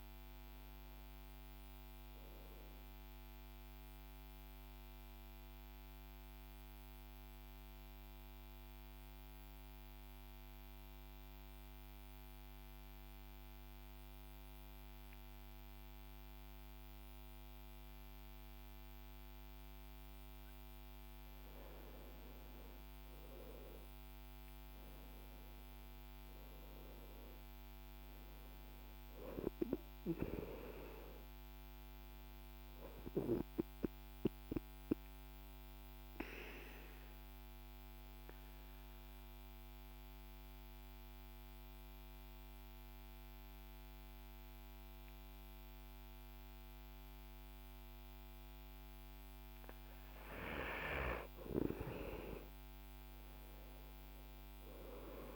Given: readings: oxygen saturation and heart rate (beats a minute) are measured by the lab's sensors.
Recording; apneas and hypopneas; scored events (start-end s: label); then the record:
breathing in sleep by a microphone on the trachea; 2
0.00-1.00 s: arousal
9.00-21.50 s: central apnea (oxygen 98% before, 92% lowest, heart rate 57 before, 49 extreme, up 14 after)
19.50-26.50 s: oxygen desaturation (device-marked, oxygen 97% before, 93% lowest, heart rate 53 before, 49 extreme)
24.50-28.50 s: arousal
33.50-54.50 s: oxygen desaturation (device-marked, oxygen 98% before, 92% lowest, heart rate 56 before, 47 extreme)
34.00-48.00 s: mixed apnea (oxygen 98% before, 92% lowest, heart rate 56 before, 48 extreme, up 14 after)
52.50-55.36 s: arousal
From the record:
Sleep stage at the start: N2 (light sleep); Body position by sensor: on the back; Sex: male